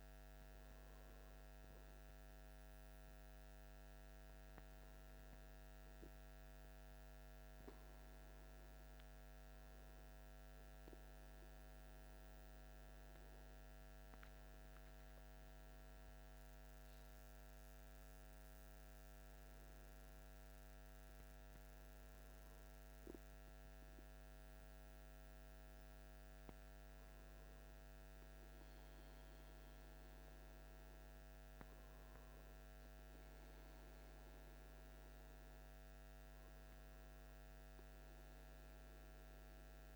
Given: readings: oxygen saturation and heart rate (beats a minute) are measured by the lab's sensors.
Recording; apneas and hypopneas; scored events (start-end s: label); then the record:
breathing in sleep, hard to hear, by a microphone on the trachea; none
16.50-20.50 s: arousal
From the record:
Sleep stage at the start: N2 (light sleep); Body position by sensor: on the back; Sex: male